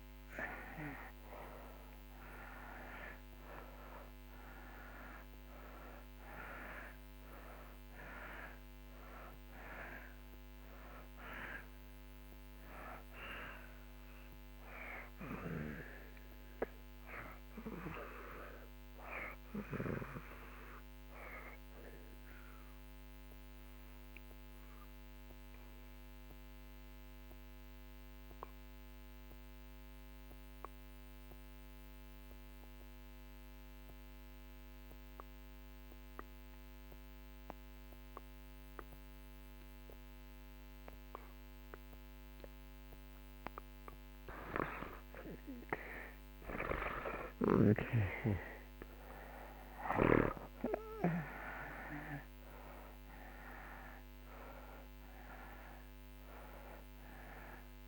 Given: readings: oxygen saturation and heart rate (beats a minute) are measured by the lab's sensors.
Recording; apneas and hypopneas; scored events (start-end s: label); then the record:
breathing in sleep by a microphone on the trachea; 1
0.00-31.00 s: oxygen desaturation (device-marked, oxygen 76% lowest)
21.50-42.50 s: mixed apnea (oxygen 95% before, 76% lowest)
46.00-51.50 s: arousal
48.00-57.88 s: oxygen desaturation (device-marked, oxygen 97% before, 76% lowest)
From the record:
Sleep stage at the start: REM sleep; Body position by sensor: on the back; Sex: male